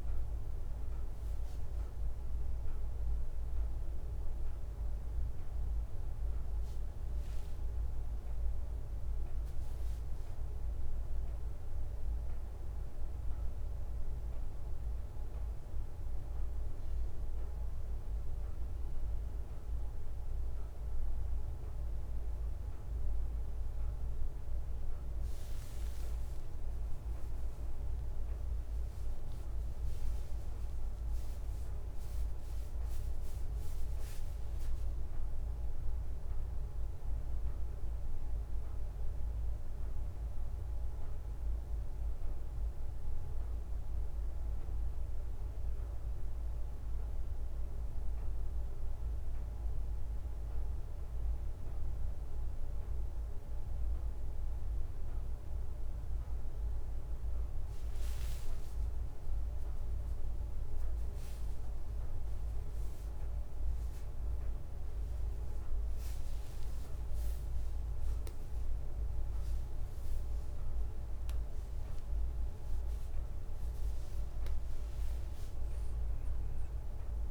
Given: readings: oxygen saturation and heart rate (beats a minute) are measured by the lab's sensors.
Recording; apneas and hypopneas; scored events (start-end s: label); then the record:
a person awake in a sleep study, hard to hear, by a room microphone; none
none scored
From the record:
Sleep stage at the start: awake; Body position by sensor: on the right side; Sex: male